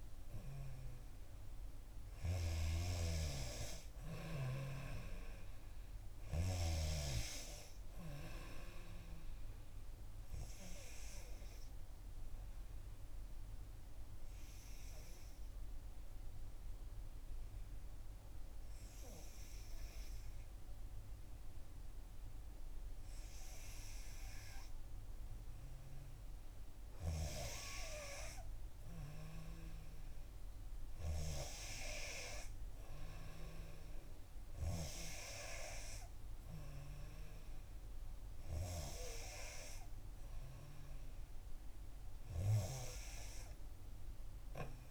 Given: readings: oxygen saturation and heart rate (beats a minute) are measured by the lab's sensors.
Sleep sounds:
breathing in sleep by a room microphone; 1
11.00-26.50 s: obstructive apnea (oxygen 95% before, 91% lowest, heart rate 64 before, 60 extreme, up 5 after)
28.00-31.00 s: arousal
From the record:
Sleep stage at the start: N2 (light sleep); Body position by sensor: on the back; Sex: female

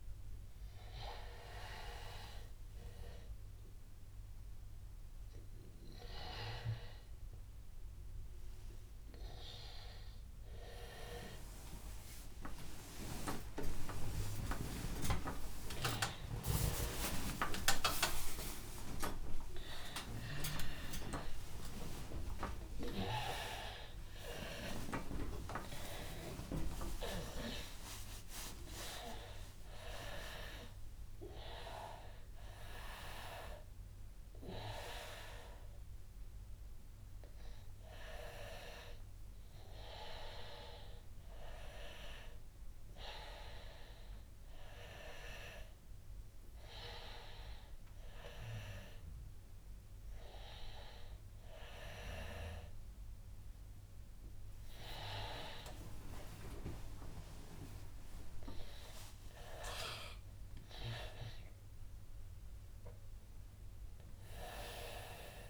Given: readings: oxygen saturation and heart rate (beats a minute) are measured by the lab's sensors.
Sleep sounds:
a person awake in a sleep study, by a room microphone; none
0.00-16.00 s: oxygen desaturation (device-marked, oxygen 87% lowest, heart rate 84 extreme)
9.00-65.50 s: new sleep stage, awake
13.00-15.00 s: long interval between heartbeats (device-marked, heart rate 90 before, 109 extreme)
15.50-17.50 s: long interval between heartbeats (device-marked, heart rate 92 before, 118 extreme)
18.50-20.50 s: long interval between heartbeats (device-marked, heart rate 97 before, 119 extreme)
20.50-22.50 s: long interval between heartbeats (device-marked, heart rate 100 before, 127 extreme)
22.50-24.50 s: long interval between heartbeats (device-marked, heart rate 105 before, 137 extreme)
From the record:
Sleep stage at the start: N2 (light sleep); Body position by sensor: on the back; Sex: male

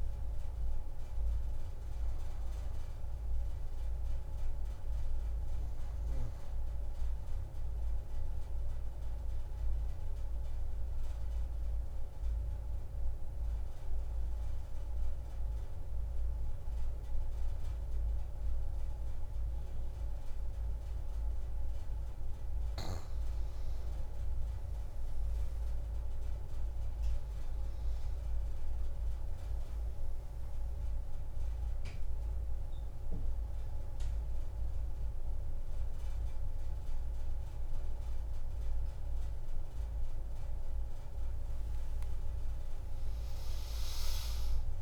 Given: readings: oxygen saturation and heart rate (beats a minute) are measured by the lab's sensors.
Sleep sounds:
a person partly awake in a sleep study, hard to hear, by a room microphone; 1
1.50-8.50 s: oxygen desaturation (device-marked, oxygen 97% before, 93% lowest)
7.00-22.00 s: obstructive apnea (oxygen 98% before, 88% lowest)
20.50-44.82 s: oxygen desaturation (device-marked, oxygen 95% before, 88% lowest)
27.50-44.82 s: new sleep stage, awake
From the record:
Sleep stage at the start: N2 (light sleep); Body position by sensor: on the back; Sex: female

